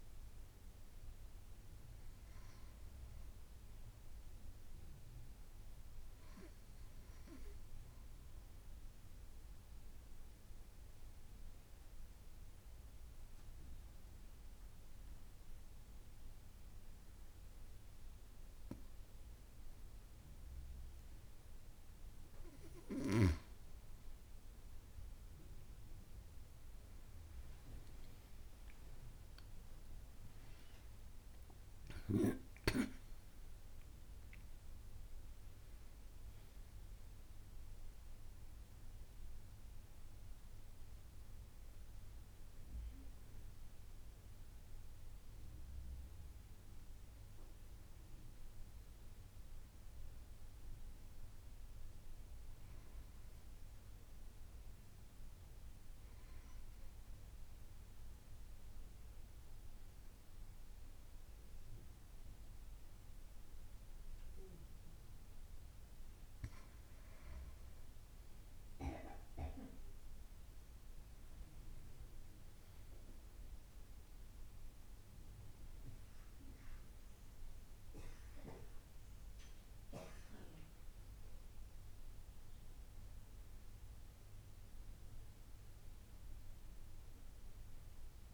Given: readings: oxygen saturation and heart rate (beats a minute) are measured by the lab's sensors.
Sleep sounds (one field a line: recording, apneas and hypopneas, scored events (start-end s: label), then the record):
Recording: breathing in sleep by a room microphone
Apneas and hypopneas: 2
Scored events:
2.50-5.50 s: arousal
7.50-20.50 s: obstructive apnea (oxygen 96% before, 92% lowest)
27.50-32.50 s: arousal
34.00-56.00 s: oxygen desaturation (device-marked, oxygen 95% before, 92% lowest)
54.50-65.50 s: obstructive apnea (oxygen 95% before, 92% lowest)
67.50-72.00 s: arousal
73.00-88.34 s: oxygen desaturation (device-marked, oxygen 96% before, 92% lowest)
From the record:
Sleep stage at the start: N2 (light sleep)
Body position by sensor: on the back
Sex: female